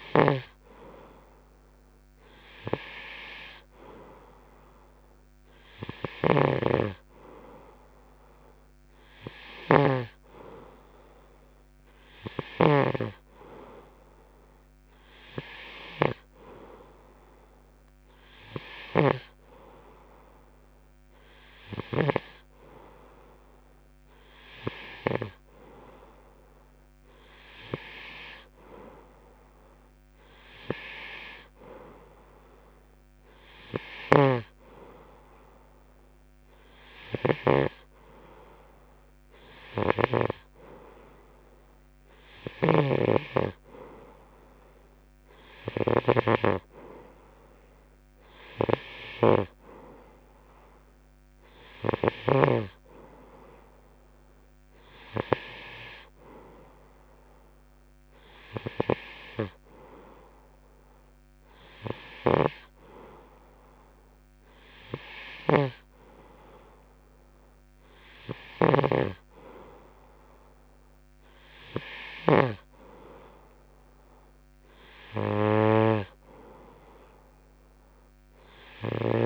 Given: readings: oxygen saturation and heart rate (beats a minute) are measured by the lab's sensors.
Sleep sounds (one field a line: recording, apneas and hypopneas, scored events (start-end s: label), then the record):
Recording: breathing in sleep by a microphone on the trachea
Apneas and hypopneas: none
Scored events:
6.50-10.50 s: snoring (device-marked)
19.00-22.50 s: snoring (device-marked)
34.00-46.50 s: snoring (device-marked)
50.00-54.00 s: oxygen desaturation (device-marked, oxygen 92% before, 89% lowest, heart rate 109 before, 64 extreme)
65.50-73.00 s: snoring (device-marked)
From the record:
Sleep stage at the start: N2 (light sleep)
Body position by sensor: on the right side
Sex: male